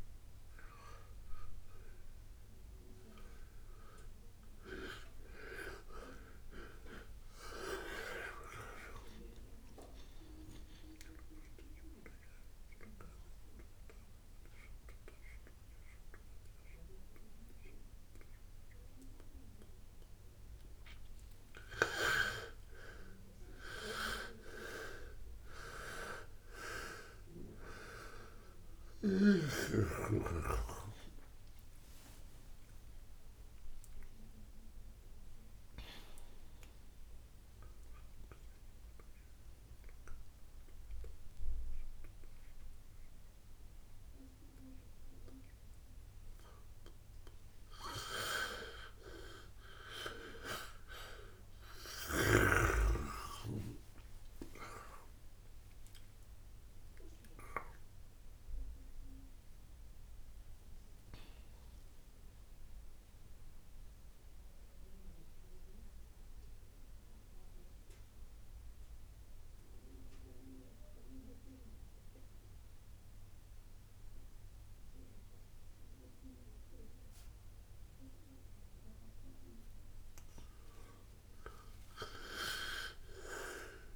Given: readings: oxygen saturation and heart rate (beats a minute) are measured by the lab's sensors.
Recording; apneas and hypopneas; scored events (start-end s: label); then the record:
breathing in sleep by a room microphone; 2
4.50-13.50 s: oxygen desaturation (device-marked, oxygen 98% before, 94% lowest, heart rate 68 before, 65 extreme)
11.00-21.50 s: central apnea (oxygen 98% before, 95% lowest, heart rate 70 before, 65 extreme, up 18 after)
23.50-29.50 s: arousal
52.50-57.50 s: arousal
63.50-78.50 s: central apnea (oxygen 99% before, 91% lowest, heart rate 79 before, 61 extreme, up 8 after)
81.50-83.96 s: arousal
From the record:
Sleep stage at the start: N1 (lightest sleep); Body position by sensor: on the right side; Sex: male